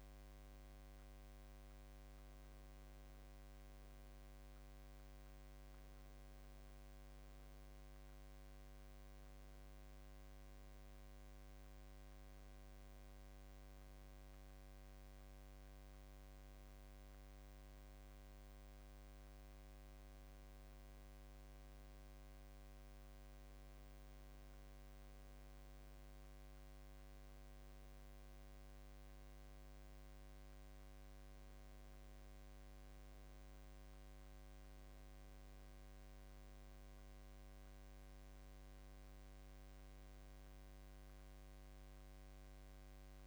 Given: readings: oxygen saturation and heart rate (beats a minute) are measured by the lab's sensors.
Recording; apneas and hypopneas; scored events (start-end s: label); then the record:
breathing in sleep, hard to hear, by a microphone on the trachea; none
none scored
From the record:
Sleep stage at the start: N1 (lightest sleep); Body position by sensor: on the back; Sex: male